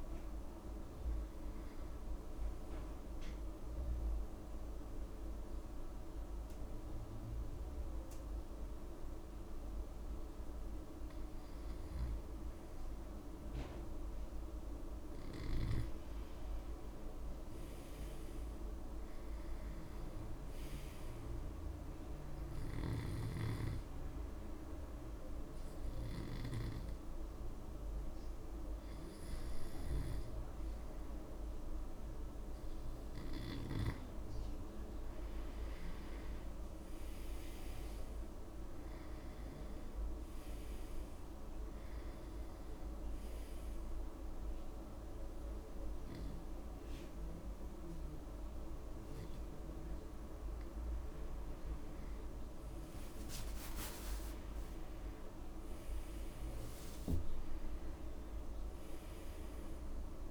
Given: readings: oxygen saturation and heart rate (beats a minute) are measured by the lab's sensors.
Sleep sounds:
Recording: breathing in sleep, hard to hear, by a room microphone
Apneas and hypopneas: 3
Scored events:
0.00-4.00 s: oxygen desaturation (device-marked, oxygen 89% lowest)
0.50-2.50 s: long interval between heartbeats (device-marked, heart rate 63 before, 42 extreme)
3.50-13.50 s: hypopnea (oxygen 98% before, 90% lowest, heart rate 69 before, 53 extreme, up 26 after)
5.50-7.50 s: long interval between heartbeats (device-marked, heart rate 73 before, 55 extreme)
15.50-17.50 s: long interval between heartbeats (device-marked, heart rate 57 before, 72 extreme)
15.50-18.50 s: arousal
22.00-32.50 s: hypopnea (oxygen 99% before, 94% lowest, heart rate 56 before, 65 extreme, up 5 after)
34.50-36.50 s: long interval between heartbeats (device-marked, heart rate 66 before, 74 extreme)
35.00-38.00 s: arousal
40.00-42.00 s: long interval between heartbeats (device-marked, heart rate 67 before, 65 extreme)
43.50-53.50 s: obstructive apnea (oxygen 99% before, 93% lowest, heart rate 69 before, 65 extreme, up 6 after)
55.00-59.50 s: arousal
57.00-59.00 s: long interval between heartbeats (device-marked, heart rate 72 before, 67 extreme)
From the record:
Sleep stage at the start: N2 (light sleep)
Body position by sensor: on the back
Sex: male

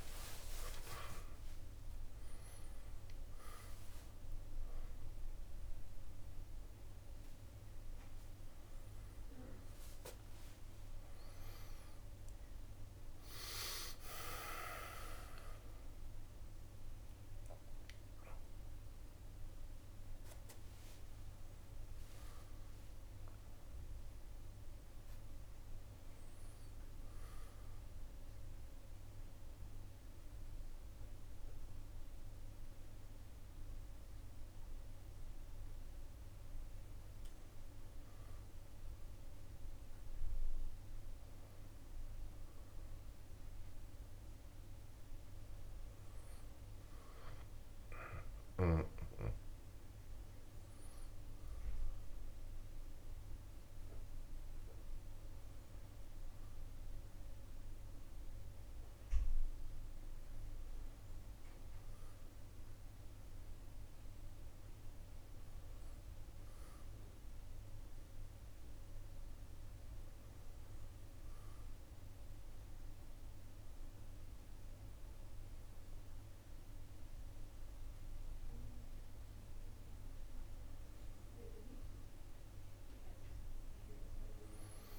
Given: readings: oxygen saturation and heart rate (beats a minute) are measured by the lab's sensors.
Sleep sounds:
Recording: a person partly awake in a sleep study, by a room microphone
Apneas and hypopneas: none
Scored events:
0.00-2.50 s: drop in pulse transit time (device-marked, heart rate 94 extreme)
15.50-27.50 s: drop in pulse transit time (device-marked, heart rate 91 before, 84 extreme)
29.50-84.99 s: new sleep stage, N1 (lightest sleep)
49.50-64.50 s: oxygen desaturation (device-marked, oxygen 97% before, 94% lowest, heart rate 77 before, 71 extreme)
From the record:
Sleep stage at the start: awake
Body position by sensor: on the back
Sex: male

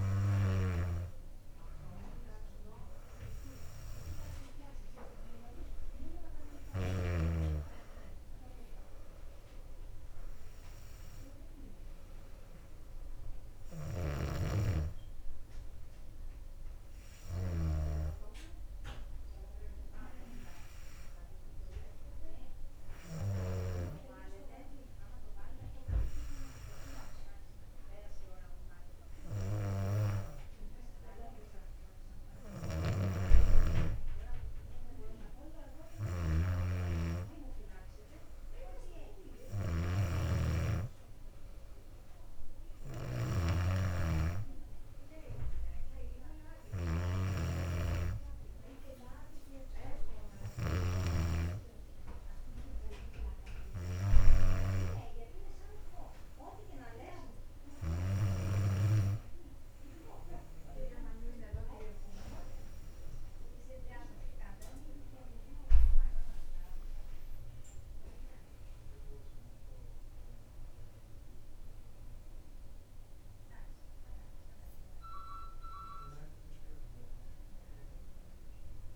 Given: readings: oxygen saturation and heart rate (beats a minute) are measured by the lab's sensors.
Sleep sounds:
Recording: a person partly awake in a sleep study, by a room microphone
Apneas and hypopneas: none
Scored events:
0.00-1.00 s: snoring (device-marked)
14.00-24.00 s: snoring (device-marked)
33.00-51.50 s: snoring (device-marked)
54.50-78.96 s: new sleep stage, awake
From the record:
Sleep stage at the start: N2 (light sleep)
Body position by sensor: on the back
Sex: female

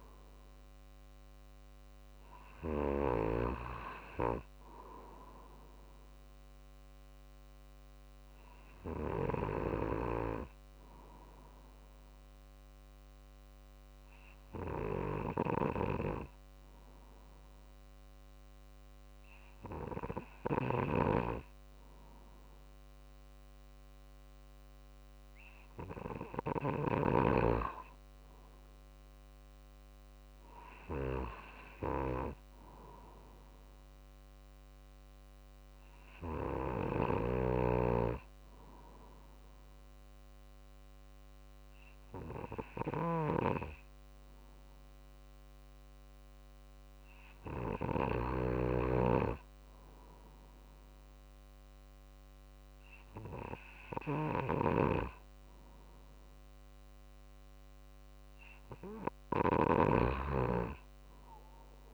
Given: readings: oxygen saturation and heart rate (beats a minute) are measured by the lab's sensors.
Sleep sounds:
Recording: breathing in sleep by a microphone on the trachea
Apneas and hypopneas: none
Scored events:
0.00-11.00 s: drop in pulse transit time (device-marked, heart rate 49 extreme)
29.00-32.50 s: arousal
32.00-46.00 s: drop in pulse transit time (device-marked, heart rate 49 before, 49 extreme)
From the record:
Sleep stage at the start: N2 (light sleep)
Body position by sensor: on the right side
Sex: male

